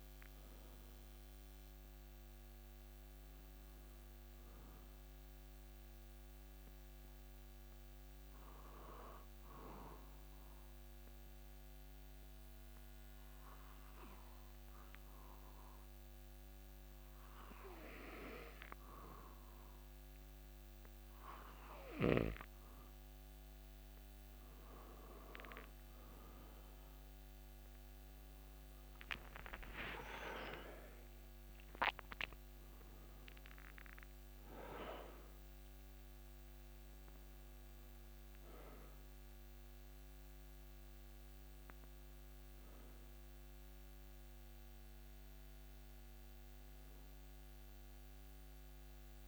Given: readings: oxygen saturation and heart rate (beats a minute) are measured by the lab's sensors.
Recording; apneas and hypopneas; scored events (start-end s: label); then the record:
breathing in sleep by a microphone on the trachea; 1
7.50-23.00 s: hypopnea (oxygen 97% before, 94% lowest)
28.50-32.50 s: arousal
From the record:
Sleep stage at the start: N2 (light sleep); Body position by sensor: on the back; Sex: male